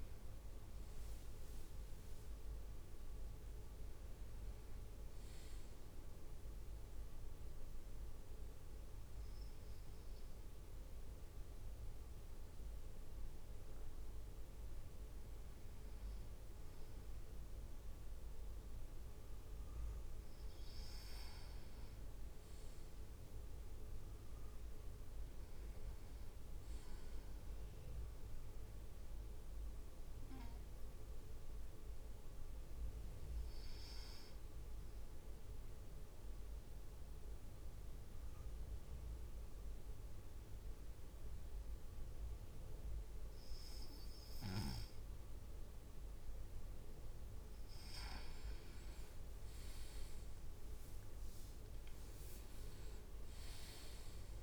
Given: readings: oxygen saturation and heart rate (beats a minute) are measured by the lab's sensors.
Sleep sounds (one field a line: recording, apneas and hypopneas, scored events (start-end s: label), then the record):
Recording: breathing in sleep, hard to hear, by a room microphone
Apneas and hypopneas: 2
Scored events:
6.00-16.00 s: obstructive apnea (oxygen 100% before, 95% lowest, heart rate 54 before, 52 extreme, up 3 after)
19.00-23.00 s: arousal
32.50-33.50 s: leg movement (device-marked)
34.00-48.00 s: obstructive apnea (oxygen 97% before, 95% lowest, heart rate 56 before, 52 extreme, up 8 after)
48.00-49.00 s: leg movement (device-marked)
50.00-51.50 s: leg movement (device-marked)
50.00-53.50 s: arousal
50.50-54.43 s: drop in pulse transit time (device-marked, heart rate 53 before, 56 extreme)
From the record:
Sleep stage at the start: N2 (light sleep)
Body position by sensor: on the right side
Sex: male